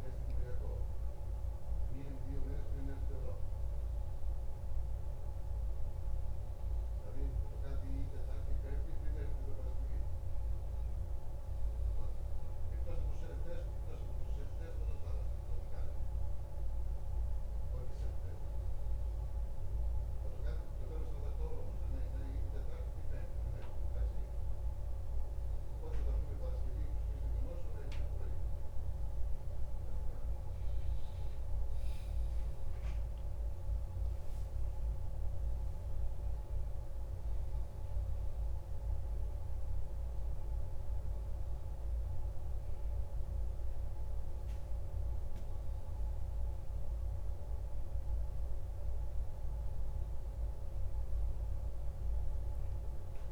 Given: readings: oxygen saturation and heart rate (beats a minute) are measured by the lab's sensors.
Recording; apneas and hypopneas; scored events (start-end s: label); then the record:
a person partly awake in a sleep study, hard to hear, by a room microphone; none
38.50-53.32 s: new sleep stage, awake
From the record:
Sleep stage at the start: N1 (lightest sleep); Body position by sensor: on the back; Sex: male